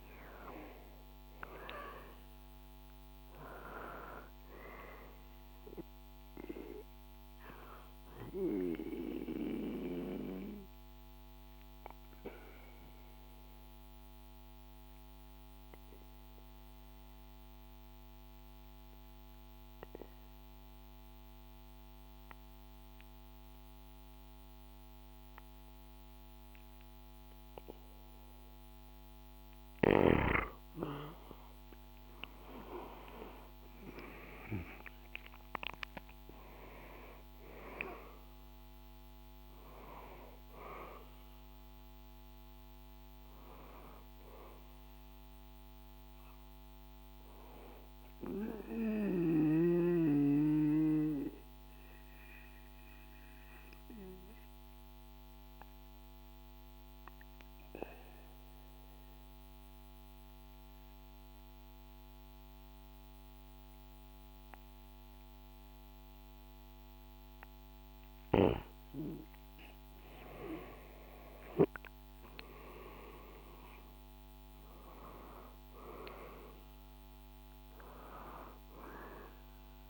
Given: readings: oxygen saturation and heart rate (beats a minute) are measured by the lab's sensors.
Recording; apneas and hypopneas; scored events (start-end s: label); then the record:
breathing in sleep by a microphone on the trachea; 2
5.50-21.50 s: oxygen desaturation (device-marked, oxygen 97% before, 93% lowest, heart rate 66 before, 61 extreme)
8.50-29.50 s: obstructive apnea (oxygen 98% before, 92% lowest, heart rate 66 before, 62 extreme, up 10 after)
32.50-38.00 s: arousal
37.50-60.50 s: oxygen desaturation (device-marked, oxygen 97% before, 92% lowest, heart rate 65 before, 62 extreme)
50.00-68.50 s: obstructive apnea (oxygen 97% before, 92% lowest, heart rate 69 before, 63 extreme, up 5 after)
70.50-75.00 s: arousal
From the record:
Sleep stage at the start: N2 (light sleep); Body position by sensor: on the back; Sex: male